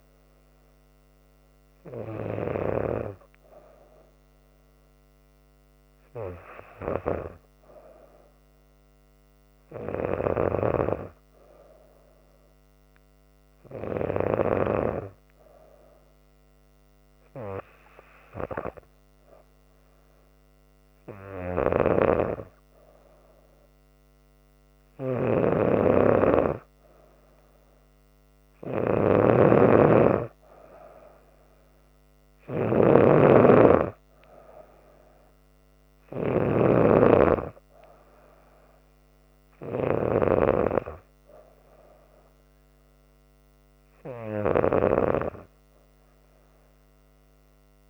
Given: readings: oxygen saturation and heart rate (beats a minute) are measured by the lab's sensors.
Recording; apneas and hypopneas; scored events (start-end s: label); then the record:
breathing in sleep by a microphone on the trachea; none
25.00-36.50 s: snoring (device-marked)
From the record:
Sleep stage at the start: N2 (light sleep); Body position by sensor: on the back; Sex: female